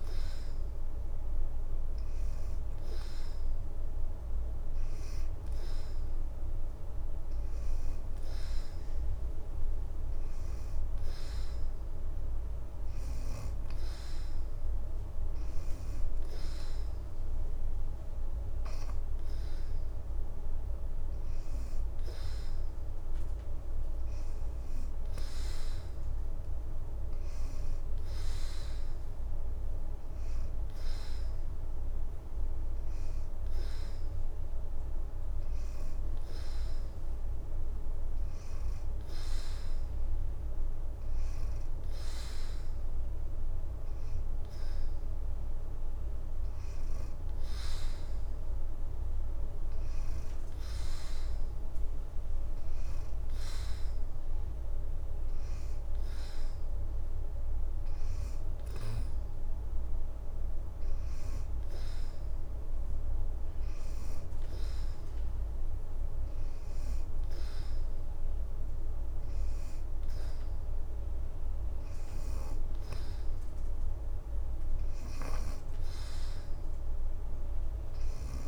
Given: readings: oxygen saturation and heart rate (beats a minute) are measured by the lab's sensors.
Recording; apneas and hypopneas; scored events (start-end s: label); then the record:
breathing in sleep, hard to hear, by a room microphone; 1
46.50-51.00 s: leg movement (device-marked)
61.00-66.00 s: leg movement (device-marked)
63.50-74.00 s: hypopnea (oxygen 89% before, 85% lowest, heart rate 85 before, 83 extreme, up 1 after)
69.00-78.48 s: oxygen desaturation (device-marked, oxygen 90% before, 85% lowest, heart rate 85 before, 81 extreme)
76.00-78.48 s: arousal
From the record:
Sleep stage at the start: N2 (light sleep); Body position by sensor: on the back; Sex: female